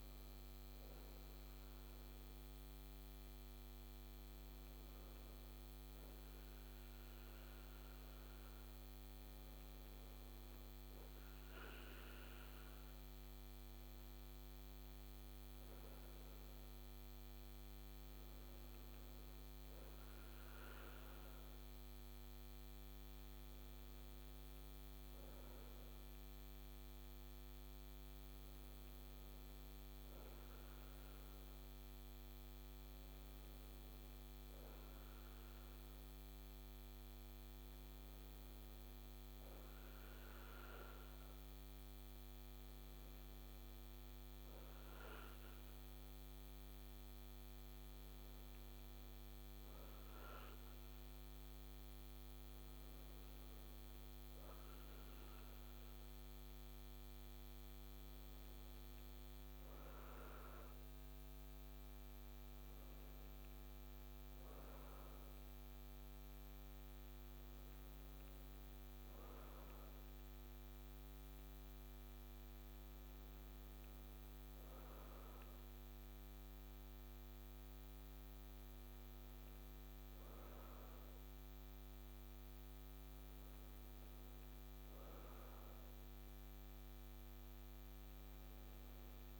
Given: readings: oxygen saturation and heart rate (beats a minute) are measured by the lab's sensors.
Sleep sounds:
breathing in sleep, hard to hear, by a microphone on the trachea; none
none scored
From the record:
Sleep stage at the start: N2 (light sleep); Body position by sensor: on the right side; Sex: female

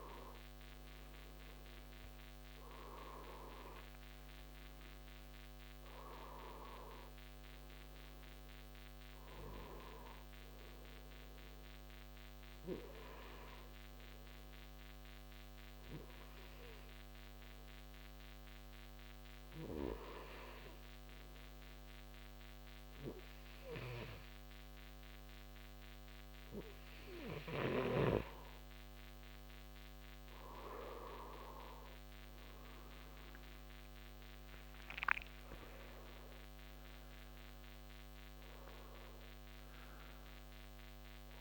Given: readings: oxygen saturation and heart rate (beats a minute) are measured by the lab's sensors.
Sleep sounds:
breathing in sleep by a microphone on the trachea; 1
0.00-11.00 s: oxygen desaturation (device-marked, oxygen 88% lowest, heart rate 65 extreme)
14.00-29.50 s: hypopnea (oxygen 94% before, 89% lowest, heart rate 84 before, 65 extreme, up 15 after)
30.00-41.41 s: oxygen desaturation (device-marked, oxygen 95% before, 89% lowest, heart rate 68 before, 65 extreme)
32.00-37.50 s: arousal
From the record:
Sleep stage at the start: N2 (light sleep); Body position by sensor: on the right side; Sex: male

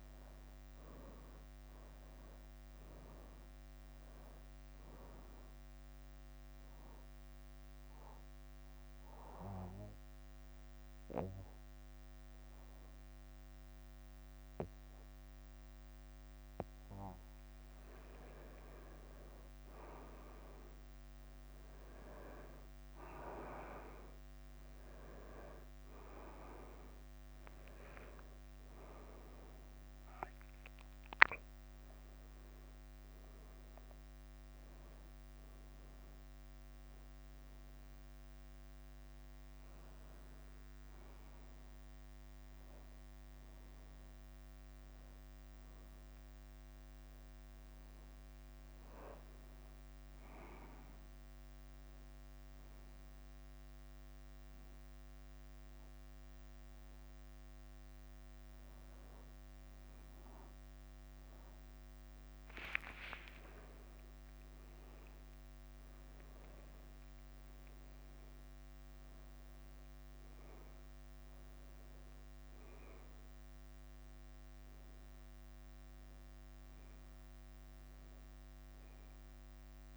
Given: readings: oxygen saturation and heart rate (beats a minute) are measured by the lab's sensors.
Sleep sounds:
breathing in sleep by a microphone on the trachea; 2
0.00-16.50 s: bradycardia (device-marked, heart rate 48 extreme)
6.00-17.00 s: obstructive apnea (oxygen 100% before, 95% lowest, heart rate 55 before, 56 extreme, up 7 after)
16.50-32.50 s: oxygen desaturation (device-marked, oxygen 99% before, 96% lowest, heart rate 57 before, 46 extreme)
18.50-23.50 s: arousal
29.00-31.00 s: long interval between heartbeats (device-marked, heart rate 59 before, 65 extreme)
31.50-33.50 s: bradycardia (device-marked, heart rate 53 before, 62 extreme)
37.50-39.50 s: long interval between heartbeats (device-marked, heart rate 62 before, 65 extreme)
38.50-79.97 s: bradycardia (device-marked, heart rate 53 before, 46 extreme)
44.50-48.00 s: arousal
51.50-61.50 s: hypopnea (oxygen 98% before, 95% lowest, heart rate 57 before, 53 extreme, up 2 after)
63.00-66.50 s: arousal
From the record:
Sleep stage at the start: N1 (lightest sleep); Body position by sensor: on the back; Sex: male

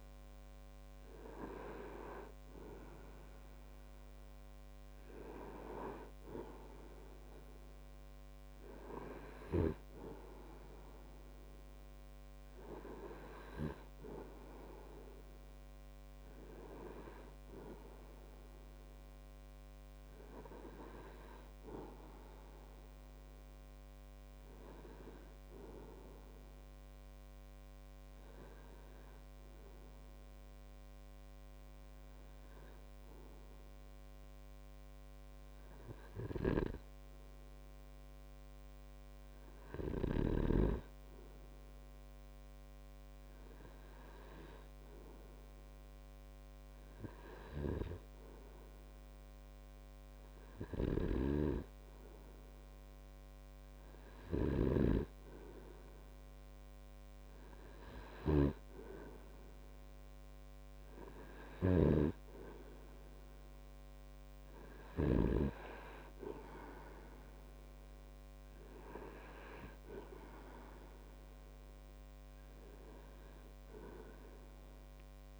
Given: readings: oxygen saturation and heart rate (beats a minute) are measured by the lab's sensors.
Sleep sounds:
breathing in sleep by a microphone on the trachea; 1
28.00-43.00 s: hypopnea (oxygen 97% before, 95% lowest)
45.50-49.00 s: arousal
51.00-65.50 s: snoring (device-marked)
From the record:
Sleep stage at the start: N2 (light sleep); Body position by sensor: on the right side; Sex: male

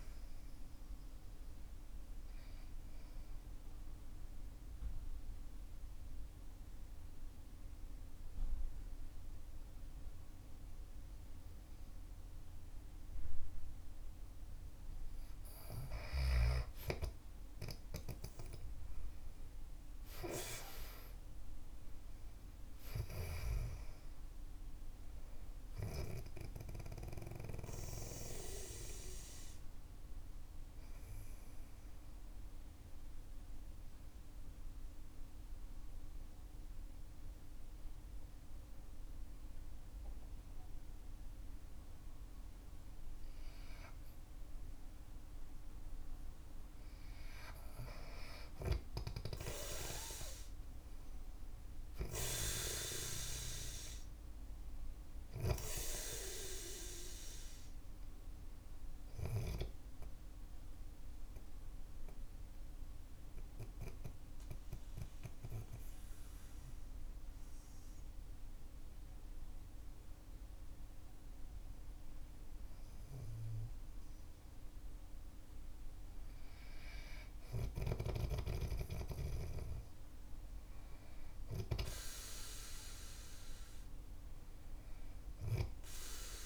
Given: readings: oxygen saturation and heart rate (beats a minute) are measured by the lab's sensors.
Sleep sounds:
breathing in sleep by a room microphone; 3
3.00-15.00 s: central apnea (oxygen 95% before, 92% lowest, heart rate 60 before, 49 extreme, up 14 after)
10.50-86.46 s: new sleep stage, N2 (light sleep)
20.00-24.00 s: arousal
30.50-47.50 s: mixed apnea (oxygen 96% before, 92% lowest, heart rate 56 before, 49 extreme, up 9 after)
40.50-48.50 s: oxygen desaturation (device-marked, oxygen 95% before, 92% lowest, heart rate 55 before, 50 extreme)
50.50-54.50 s: arousal
59.50-71.50 s: obstructive apnea (oxygen 96% before, 93% lowest, heart rate 53 before, 50 extreme, up 3 after)
75.00-78.00 s: arousal
From the record:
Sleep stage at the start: N3 (deep sleep); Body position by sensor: on the back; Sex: male

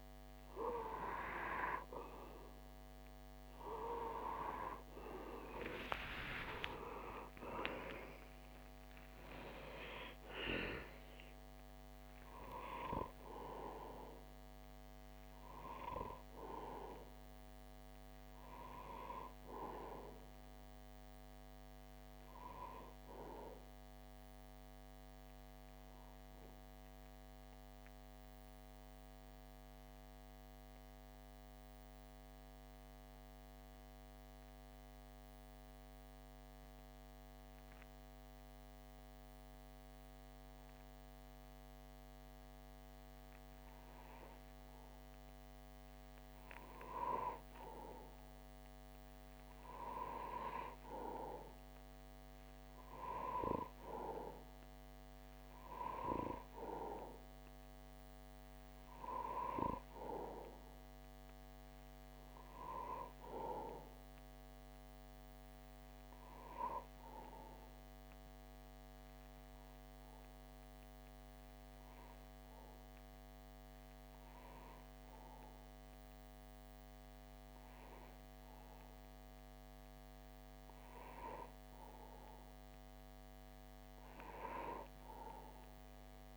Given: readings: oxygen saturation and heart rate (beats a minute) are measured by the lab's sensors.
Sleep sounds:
breathing in sleep by a microphone on the trachea; 2
0.00-28.50 s: oxygen desaturation (device-marked, oxygen 91% lowest)
4.00-8.50 s: arousal
23.50-44.00 s: obstructive apnea (oxygen 95% before, 93% lowest)
46.50-51.00 s: arousal
50.50-64.50 s: oxygen desaturation (device-marked, oxygen 97% before, 94% lowest)
66.50-80.00 s: obstructive apnea (oxygen 98% before, 93% lowest)
83.00-86.37 s: arousal
From the record:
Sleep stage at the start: N2 (light sleep); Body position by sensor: on the back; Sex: male

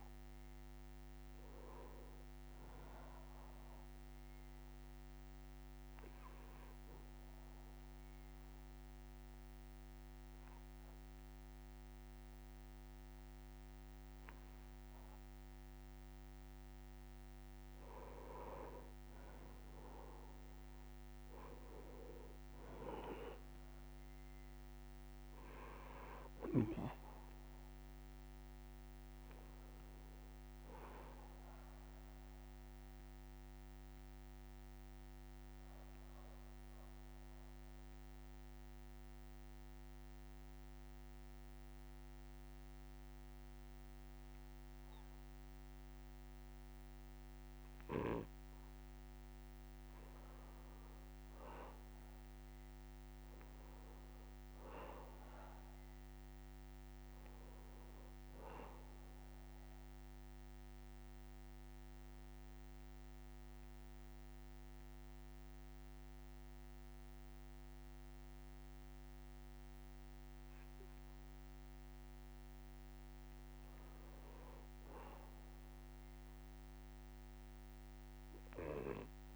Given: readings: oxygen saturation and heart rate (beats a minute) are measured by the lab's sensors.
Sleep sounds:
breathing in sleep by a microphone on the trachea; 3
6.50-18.50 s: obstructive apnea (oxygen 99% before, 92% lowest, heart rate 63 before, 61 extreme, up 2 after)
21.50-25.50 s: arousal
26.00-43.00 s: oxygen desaturation (device-marked, oxygen 95% before, 92% lowest, heart rate 63 before, 61 extreme)
36.00-49.00 s: obstructive apnea (oxygen 96% before, 92% lowest, heart rate 63 before, 60 extreme, up 3 after)
51.50-55.50 s: arousal
53.00-72.00 s: oxygen desaturation (device-marked, oxygen 98% before, 92% lowest, heart rate 62 before, 60 extreme)
62.00-73.50 s: obstructive apnea (oxygen 98% before, 92% lowest, heart rate 63 before, 60 extreme, up 3 after)
From the record:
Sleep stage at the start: N2 (light sleep); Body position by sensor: on the back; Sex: male

